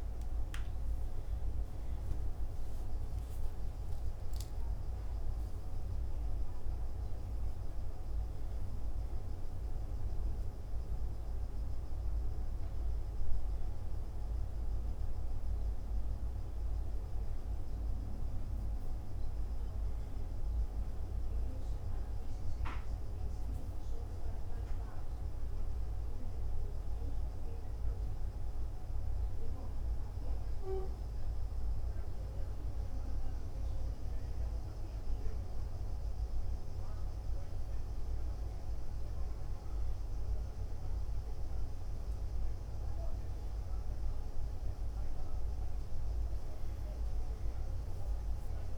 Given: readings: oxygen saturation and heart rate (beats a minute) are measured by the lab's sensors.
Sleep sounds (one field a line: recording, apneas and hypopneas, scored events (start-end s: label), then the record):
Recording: a person awake in a sleep study, hard to hear, by a room microphone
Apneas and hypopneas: none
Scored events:
none scored
From the record:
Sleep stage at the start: awake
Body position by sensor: on the back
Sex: male